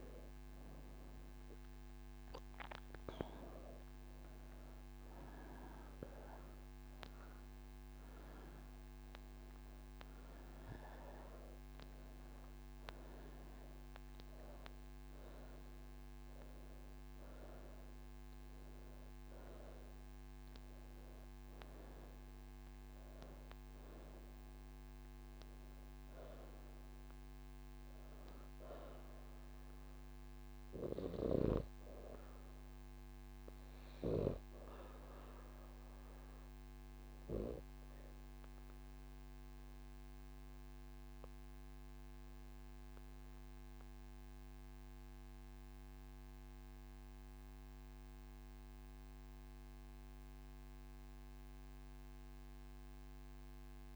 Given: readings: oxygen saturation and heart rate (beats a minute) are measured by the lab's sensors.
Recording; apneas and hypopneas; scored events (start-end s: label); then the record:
breathing in sleep by a microphone on the trachea; none
0.00-45.00 s: oxygen desaturation (device-marked, oxygen 86% lowest)
From the record:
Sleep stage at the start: N3 (deep sleep); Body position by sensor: on the right side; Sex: female